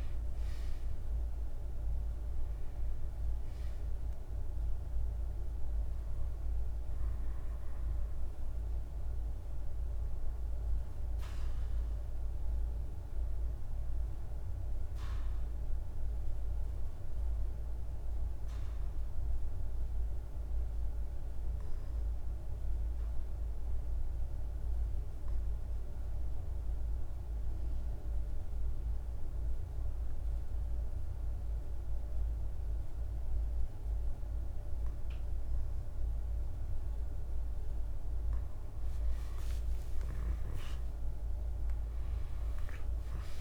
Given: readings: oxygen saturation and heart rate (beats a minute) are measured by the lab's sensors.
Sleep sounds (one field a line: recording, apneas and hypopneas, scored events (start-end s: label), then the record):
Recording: breathing in sleep, hard to hear, by a room microphone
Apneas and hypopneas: 1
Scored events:
0.00-16.50 s: oxygen desaturation (device-marked, oxygen 92% lowest, heart rate 50 extreme)
18.00-36.00 s: obstructive apnea (oxygen 98% before, 91% lowest, heart rate 59 before, 50 extreme, up 4 after)
35.50-43.41 s: oxygen desaturation (device-marked, oxygen 99% before, 91% lowest, heart rate 52 before, 48 extreme)
38.00-42.50 s: arousal
From the record:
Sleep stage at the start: REM sleep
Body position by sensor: on the back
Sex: male